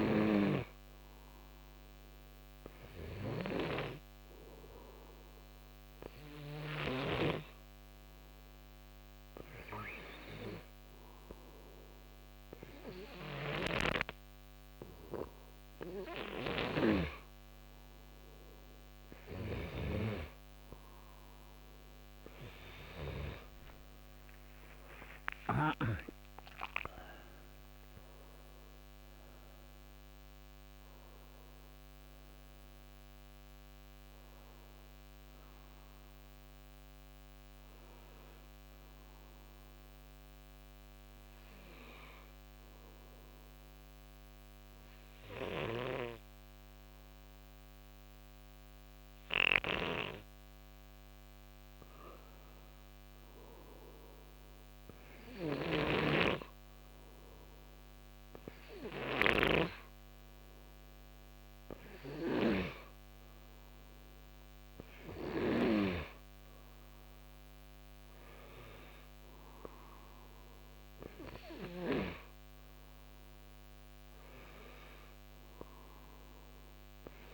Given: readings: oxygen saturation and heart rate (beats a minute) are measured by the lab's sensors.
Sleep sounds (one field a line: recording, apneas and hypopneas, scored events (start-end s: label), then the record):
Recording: breathing in sleep by a microphone on the trachea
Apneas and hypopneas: 1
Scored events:
0.00-7.00 s: snoring (device-marked)
16.50-25.50 s: snoring (device-marked)
23.50-28.00 s: arousal
43.50-55.00 s: hypopnea (oxygen 93% before, 91% lowest, heart rate 71 before, 63 extreme, up 2 after)
55.00-62.50 s: snoring (device-marked)
56.50-60.00 s: arousal
62.00-77.34 s: oxygen desaturation (device-marked, oxygen 95% before, 91% lowest, heart rate 64 before, 68 extreme)
From the record:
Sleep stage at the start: N2 (light sleep)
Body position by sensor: on the right side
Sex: male